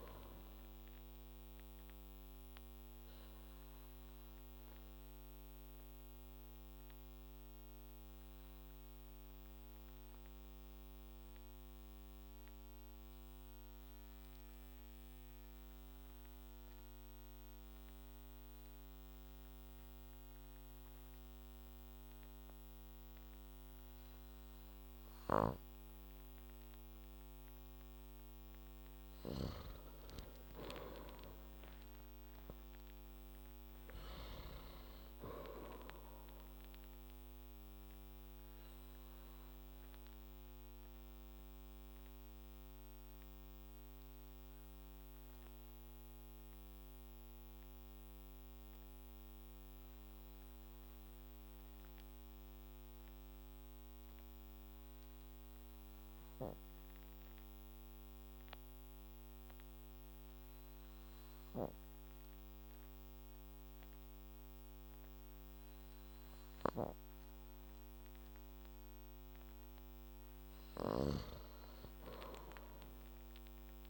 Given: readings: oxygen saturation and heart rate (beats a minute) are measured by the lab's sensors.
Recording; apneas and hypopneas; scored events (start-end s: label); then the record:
breathing in sleep by a microphone on the trachea; 2
4.50-28.50 s: obstructive apnea (oxygen 98% before, 89% lowest, heart rate 59 before, 54 extreme, up 12 after)
8.00-26.00 s: oxygen desaturation (device-marked, oxygen 97% before, 89% lowest, heart rate 60 before, 54 extreme)
30.50-34.50 s: arousal
41.00-69.00 s: obstructive apnea (oxygen 98% before, 87% lowest, heart rate 60 before, 54 extreme, up 4 after)
50.00-64.00 s: oxygen desaturation (device-marked, oxygen 96% before, 90% lowest, heart rate 60 before, 54 extreme)
71.00-73.90 s: snoring (device-marked)
72.00-73.90 s: arousal
From the record:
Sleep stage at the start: N2 (light sleep); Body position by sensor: on the back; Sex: male